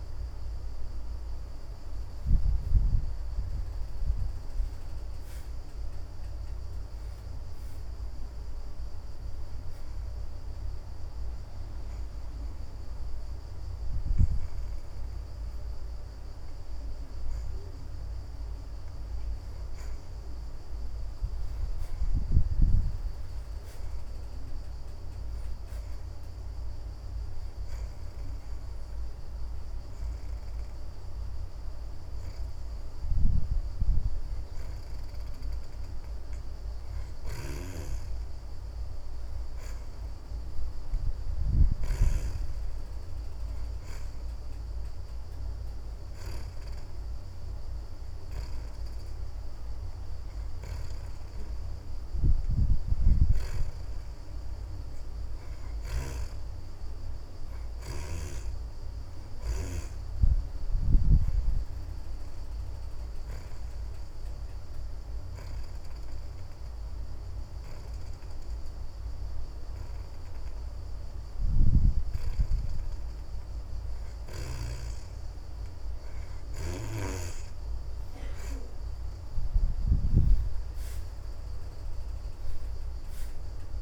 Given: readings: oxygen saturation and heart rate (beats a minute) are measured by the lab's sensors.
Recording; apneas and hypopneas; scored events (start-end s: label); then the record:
breathing in sleep by a room microphone; 1
0.00-6.50 s: oxygen desaturation (device-marked, oxygen 55% lowest)
23.50-30.50 s: oxygen desaturation (device-marked, oxygen 82% before, 74% lowest)
32.50-39.50 s: oxygen desaturation (device-marked, oxygen 80% before, 73% lowest)
52.50-66.50 s: oxygen desaturation (device-marked, oxygen 75% before, 66% lowest)
61.00-73.00 s: hypopnea (oxygen 77% before, 66% lowest)
71.50-83.82 s: oxygen desaturation (device-marked, oxygen 71% before, 66% lowest)
76.00-80.00 s: arousal
From the record:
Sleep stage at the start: N2 (light sleep); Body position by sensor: on the back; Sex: female